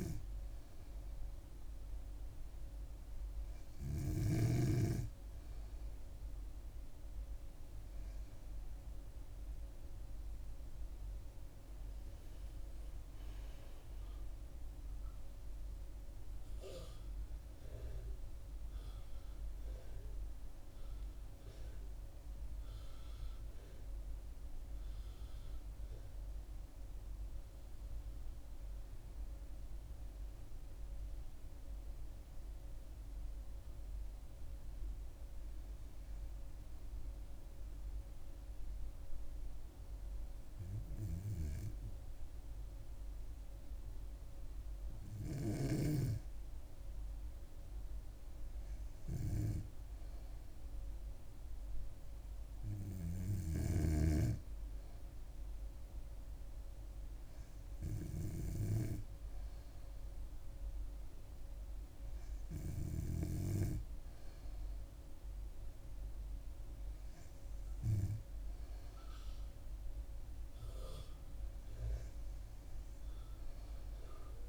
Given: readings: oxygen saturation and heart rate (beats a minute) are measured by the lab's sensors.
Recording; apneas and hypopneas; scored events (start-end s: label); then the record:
breathing in sleep by a room microphone; none
11.00-14.50 s: arousal
From the record:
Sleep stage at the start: N2 (light sleep); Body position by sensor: on the back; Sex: female